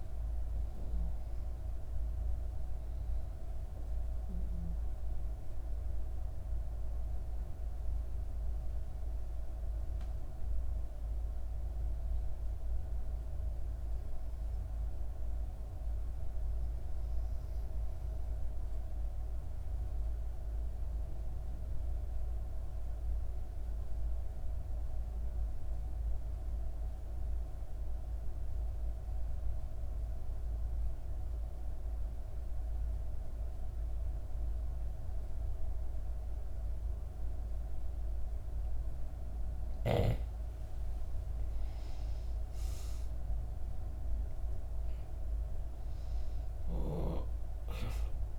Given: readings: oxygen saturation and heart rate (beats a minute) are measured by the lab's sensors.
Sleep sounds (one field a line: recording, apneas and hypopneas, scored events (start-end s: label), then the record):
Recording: breathing in sleep, hard to hear, by a room microphone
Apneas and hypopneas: 1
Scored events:
0.00-7.50 s: oxygen desaturation (device-marked, oxygen 88% lowest, heart rate 59 extreme)
13.50-39.00 s: obstructive apnea (oxygen 98% before, 88% lowest, heart rate 63 before, 58 extreme, up 7 after)
31.50-48.39 s: oxygen desaturation (device-marked, oxygen 97% before, 88% lowest, heart rate 61 before, 58 extreme)
40.50-44.50 s: arousal
From the record:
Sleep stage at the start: N2 (light sleep)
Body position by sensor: on the back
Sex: female